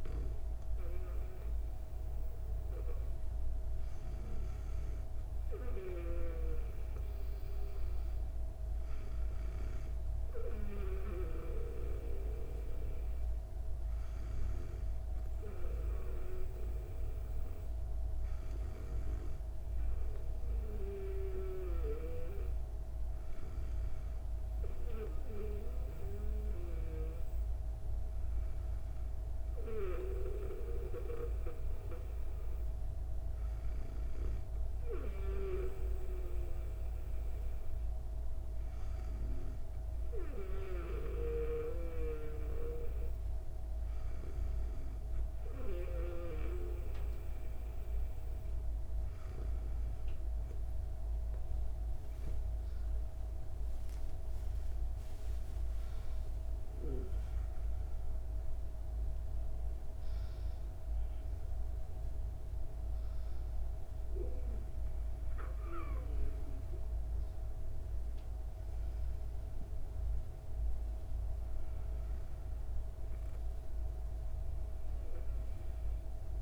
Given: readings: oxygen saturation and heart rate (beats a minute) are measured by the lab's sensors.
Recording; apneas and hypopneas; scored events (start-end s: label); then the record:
breathing in sleep by a room microphone; none
50.00-76.42 s: new sleep stage, N1 (lightest sleep)
51.00-58.00 s: arousal
From the record:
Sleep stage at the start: N2 (light sleep); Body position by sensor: on the back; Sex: female